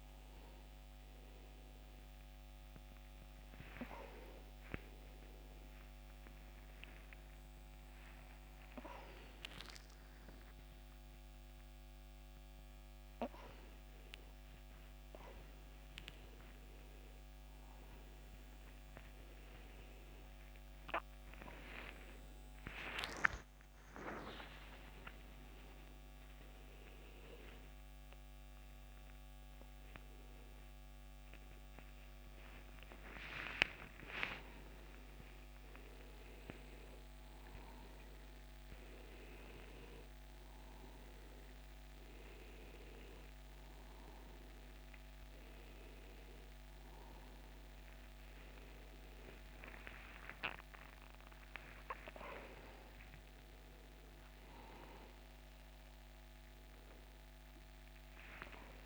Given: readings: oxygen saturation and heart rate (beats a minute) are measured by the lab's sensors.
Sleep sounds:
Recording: a person awake in a sleep study, by a microphone on the trachea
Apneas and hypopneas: none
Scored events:
none scored
From the record:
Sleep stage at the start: awake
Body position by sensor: upright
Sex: male

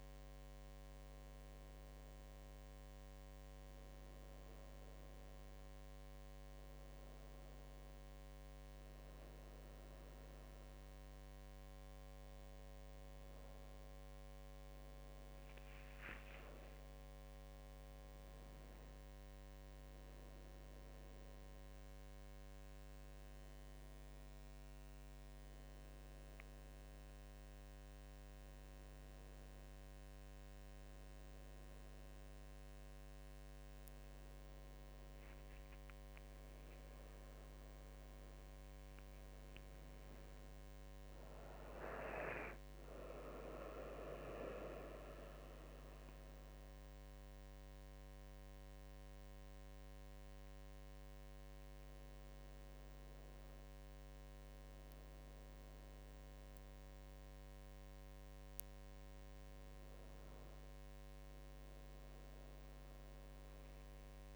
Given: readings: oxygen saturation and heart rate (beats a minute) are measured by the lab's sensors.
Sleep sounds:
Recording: breathing in sleep by a microphone on the trachea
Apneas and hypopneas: none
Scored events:
0.00-7.00 s: drop in pulse transit time (device-marked, heart rate 77 extreme)
35.50-40.50 s: arousal
40.00-52.00 s: drop in pulse transit time (device-marked, heart rate 78 before, 72 extreme)
From the record:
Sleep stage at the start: N1 (lightest sleep)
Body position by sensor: on the right side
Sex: female

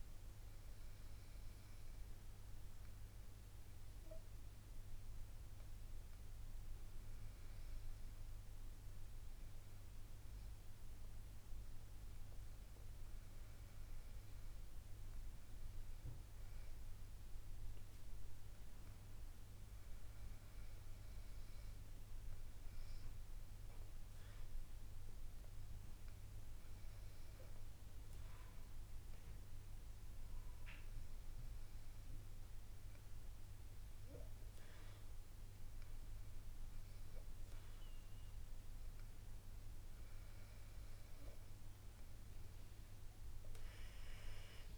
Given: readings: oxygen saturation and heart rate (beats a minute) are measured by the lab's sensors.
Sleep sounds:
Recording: breathing in sleep, hard to hear, by a room microphone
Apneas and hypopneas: none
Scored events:
none scored
From the record:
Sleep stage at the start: N2 (light sleep)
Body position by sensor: on the back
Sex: female

